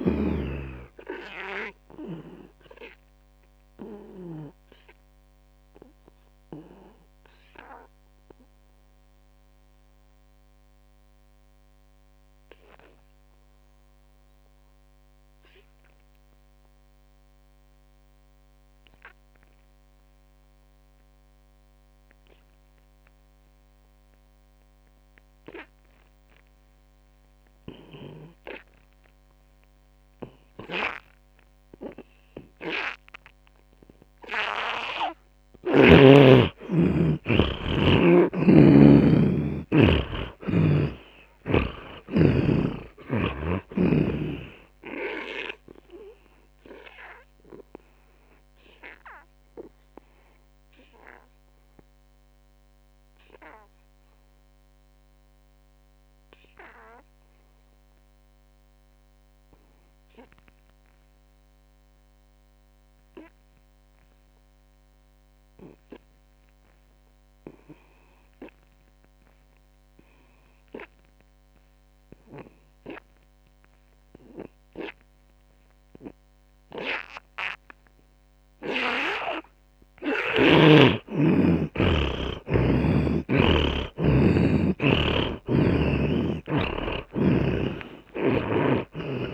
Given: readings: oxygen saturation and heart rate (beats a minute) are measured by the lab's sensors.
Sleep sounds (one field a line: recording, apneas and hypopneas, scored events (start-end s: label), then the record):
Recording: breathing in sleep by a microphone on the trachea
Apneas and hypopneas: 2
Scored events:
0.00-4.00 s: oxygen desaturation (device-marked, oxygen 90% lowest)
4.00-34.50 s: obstructive apnea (oxygen 100% before, 77% lowest)
9.00-19.00 s: oxygen desaturation (device-marked, oxygen 91% before, 77% lowest)
34.00-69.00 s: oxygen desaturation (device-marked, oxygen 100% before, 79% lowest)
36.50-40.50 s: arousal
47.50-79.50 s: obstructive apnea (oxygen 100% before, 76% lowest)
71.00-89.34 s: oxygen desaturation (device-marked, oxygen 100% before, 76% lowest)
82.50-88.00 s: arousal
85.50-89.00 s: snoring (device-marked)
From the record:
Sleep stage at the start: N2 (light sleep)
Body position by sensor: on the right side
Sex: male